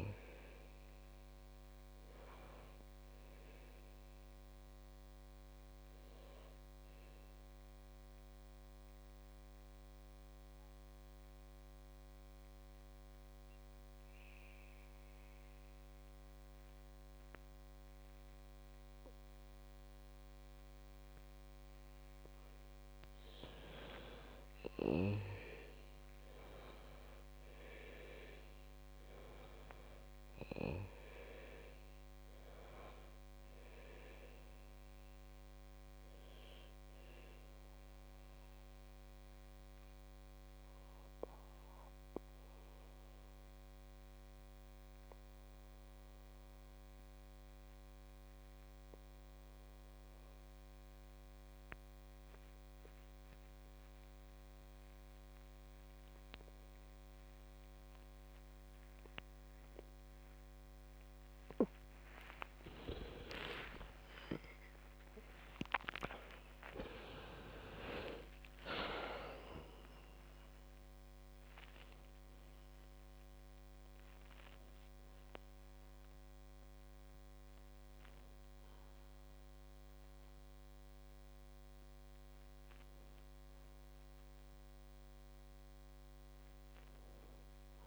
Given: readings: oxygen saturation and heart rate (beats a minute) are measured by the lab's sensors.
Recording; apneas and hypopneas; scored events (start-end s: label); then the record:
breathing in sleep by a microphone on the trachea; 2
0.00-12.00 s: oxygen desaturation (device-marked, oxygen 91% lowest, heart rate 50 extreme)
6.50-23.50 s: obstructive apnea (oxygen 98% before, 91% lowest, heart rate 68 before, 48 extreme, up 13 after)
25.00-29.00 s: arousal
31.00-50.00 s: oxygen desaturation (device-marked, oxygen 98% before, 94% lowest, heart rate 54 before, 48 extreme)
36.00-62.00 s: obstructive apnea (oxygen 98% before, 91% lowest, heart rate 58 before, 49 extreme)
63.00-87.87 s: oxygen desaturation (device-marked, oxygen 98% before, 91% lowest, heart rate 53 before, 57 extreme)
64.50-69.50 s: arousal
From the record:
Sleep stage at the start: N2 (light sleep); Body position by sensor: on the back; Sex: female